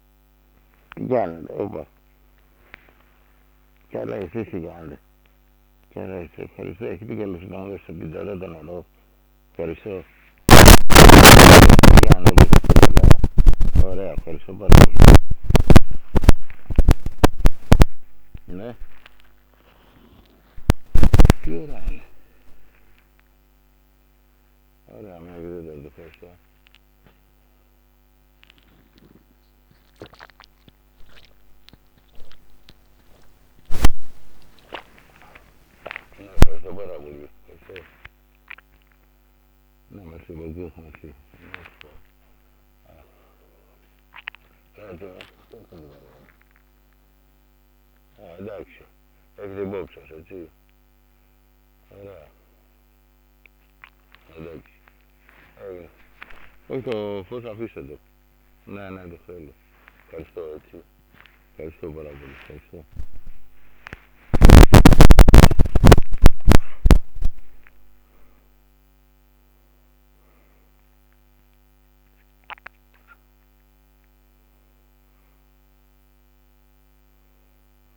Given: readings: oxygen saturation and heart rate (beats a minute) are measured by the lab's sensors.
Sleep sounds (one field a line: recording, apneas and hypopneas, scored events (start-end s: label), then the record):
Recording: a person awake in a sleep study, by a microphone on the trachea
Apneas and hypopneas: none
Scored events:
16.50-18.50 s: long interval between heartbeats (device-marked, heart rate 86 before, 103 extreme)
From the record:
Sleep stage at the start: awake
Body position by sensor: on the back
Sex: male